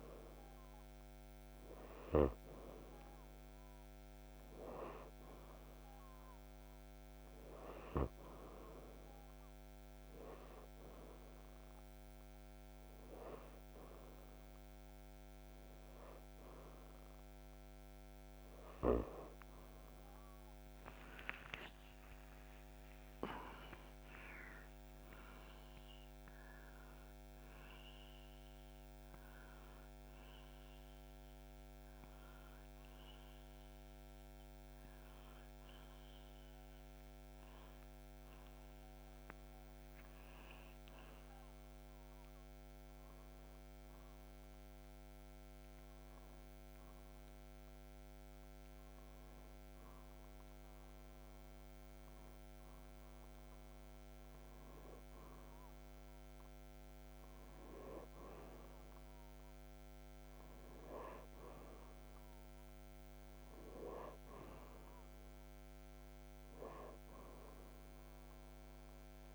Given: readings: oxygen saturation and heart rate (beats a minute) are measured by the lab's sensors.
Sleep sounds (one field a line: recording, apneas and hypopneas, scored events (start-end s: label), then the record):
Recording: breathing in sleep by a microphone on the trachea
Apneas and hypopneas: none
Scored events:
21.00-25.50 s: arousal
From the record:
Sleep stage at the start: N2 (light sleep)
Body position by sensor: upright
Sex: male